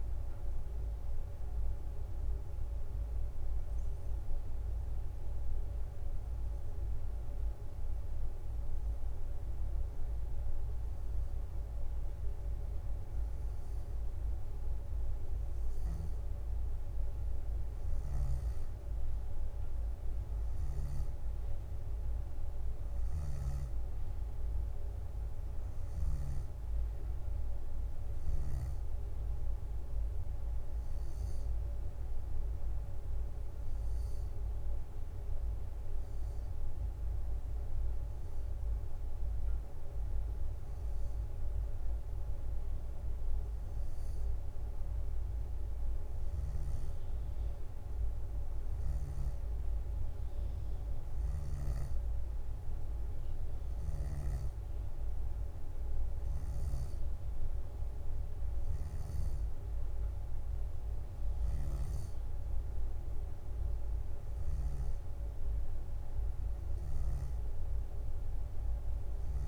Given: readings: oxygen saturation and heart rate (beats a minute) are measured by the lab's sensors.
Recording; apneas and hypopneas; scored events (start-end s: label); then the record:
breathing in sleep, hard to hear, by a room microphone; 2
0.00-11.00 s: drop in pulse transit time (device-marked, heart rate 62 extreme)
3.50-16.00 s: obstructive apnea (oxygen 90% before, 89% lowest, heart rate 65 before, 57 extreme, up 10 after)
19.00-23.00 s: arousal
31.00-43.00 s: oxygen desaturation (device-marked, oxygen 94% before, 90% lowest, heart rate 64 before, 59 extreme)
34.00-45.50 s: hypopnea (oxygen 94% before, 89% lowest, heart rate 64 before, 59 extreme, up 10 after)
48.00-51.50 s: arousal
56.00-58.00 s: bradycardia (device-marked, heart rate 66 before, 66 extreme)
62.00-64.00 s: leg movement (device-marked)
From the record:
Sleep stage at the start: N2 (light sleep); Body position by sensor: on the back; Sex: female